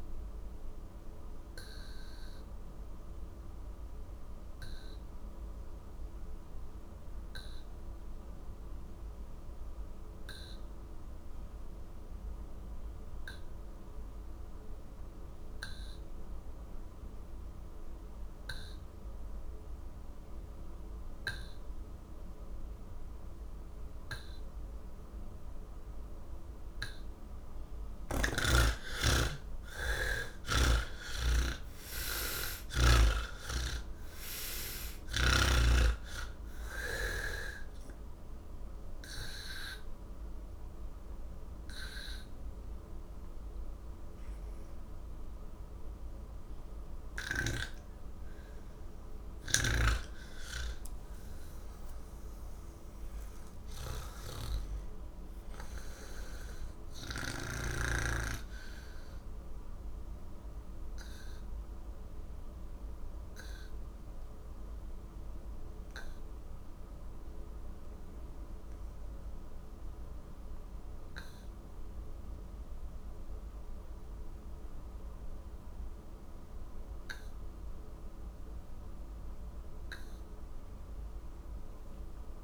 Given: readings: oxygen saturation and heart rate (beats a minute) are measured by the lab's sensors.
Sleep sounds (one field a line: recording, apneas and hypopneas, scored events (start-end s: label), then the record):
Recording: breathing in sleep by a room microphone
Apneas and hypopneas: none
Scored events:
0.00-15.50 s: oxygen desaturation (device-marked, oxygen 67% lowest, heart rate 46 extreme)
17.50-32.50 s: oxygen desaturation (device-marked, oxygen 98% before, 82% lowest, heart rate 82 before, 69 extreme)
37.50-60.50 s: oxygen desaturation (device-marked, oxygen 86% before, 74% lowest, heart rate 96 before, 74 extreme)
76.50-82.43 s: oxygen desaturation (device-marked, oxygen 95% before, 81% lowest, heart rate 118 before, 50 extreme)
From the record:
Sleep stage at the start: N3 (deep sleep)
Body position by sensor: on the back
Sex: male